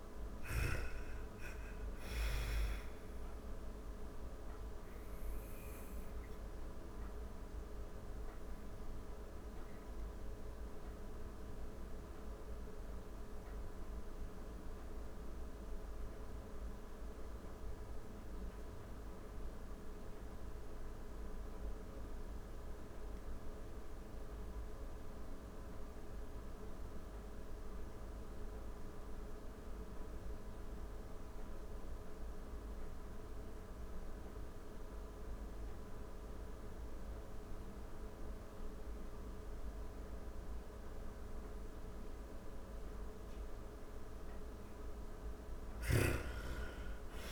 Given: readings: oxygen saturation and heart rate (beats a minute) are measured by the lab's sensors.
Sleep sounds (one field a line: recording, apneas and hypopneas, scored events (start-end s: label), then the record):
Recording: breathing in sleep, hard to hear, by a room microphone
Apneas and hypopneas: 1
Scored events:
0.00-1.00 s: arousal
0.00-31.50 s: oxygen desaturation (device-marked, oxygen 85% lowest)
3.00-42.50 s: obstructive apnea (oxygen 99% before, 79% lowest)
39.50-47.32 s: oxygen desaturation (device-marked, oxygen 99% before, 79% lowest)
45.50-47.32 s: arousal
From the record:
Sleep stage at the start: N2 (light sleep)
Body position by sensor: on the back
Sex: female